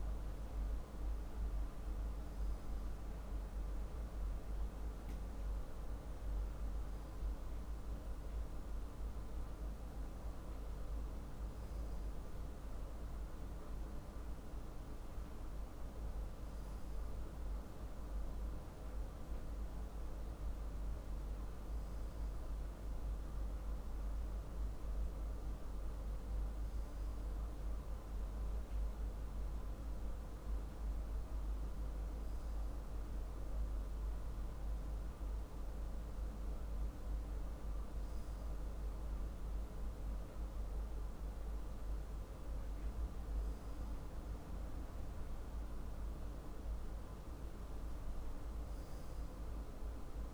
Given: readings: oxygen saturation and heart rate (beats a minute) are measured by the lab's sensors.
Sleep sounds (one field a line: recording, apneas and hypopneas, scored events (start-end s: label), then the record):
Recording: breathing in sleep, hard to hear, by a room microphone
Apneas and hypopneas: none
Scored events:
none scored
From the record:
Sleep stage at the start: N2 (light sleep)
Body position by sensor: on the left side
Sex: male